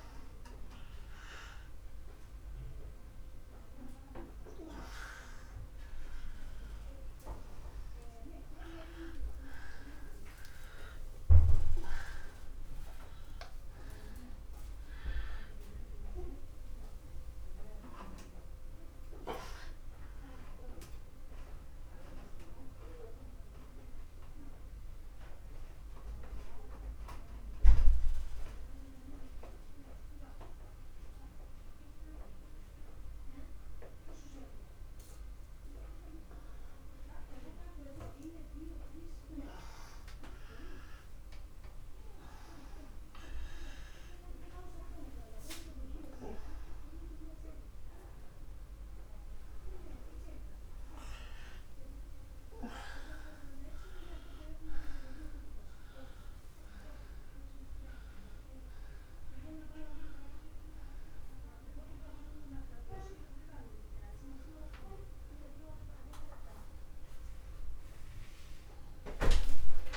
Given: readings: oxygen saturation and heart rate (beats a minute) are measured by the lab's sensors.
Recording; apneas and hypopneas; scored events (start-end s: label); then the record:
a person awake in a sleep study, by a room microphone; 1
22.00-52.00 s: new sleep stage, N2 (light sleep)
23.00-40.50 s: obstructive apnea (oxygen 95% before, 93% lowest, heart rate 83 before, 44 extreme, up 26 after)
52.00-69.97 s: new sleep stage, awake
From the record:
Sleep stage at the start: awake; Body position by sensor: on the front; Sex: male